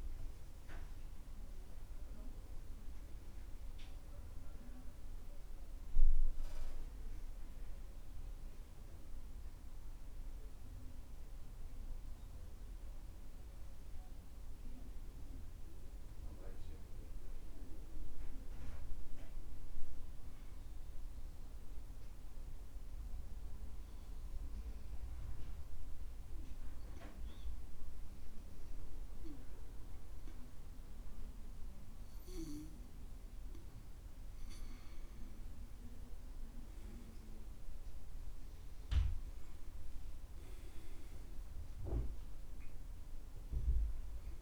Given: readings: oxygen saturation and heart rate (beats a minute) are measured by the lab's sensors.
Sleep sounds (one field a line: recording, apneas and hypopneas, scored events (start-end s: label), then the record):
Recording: breathing in sleep by a room microphone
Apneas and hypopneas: 1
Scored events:
0.00-27.00 s: oxygen desaturation (device-marked, oxygen 91% lowest, heart rate 65 extreme)
19.50-34.00 s: obstructive apnea (oxygen 96% before, 89% lowest, heart rate 72 before, 65 extreme, up 11 after)
35.00-44.42 s: oxygen desaturation (device-marked, oxygen 96% before, 89% lowest, heart rate 67 before, 62 extreme)
37.50-41.50 s: arousal
From the record:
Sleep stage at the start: N2 (light sleep)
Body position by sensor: on the back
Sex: male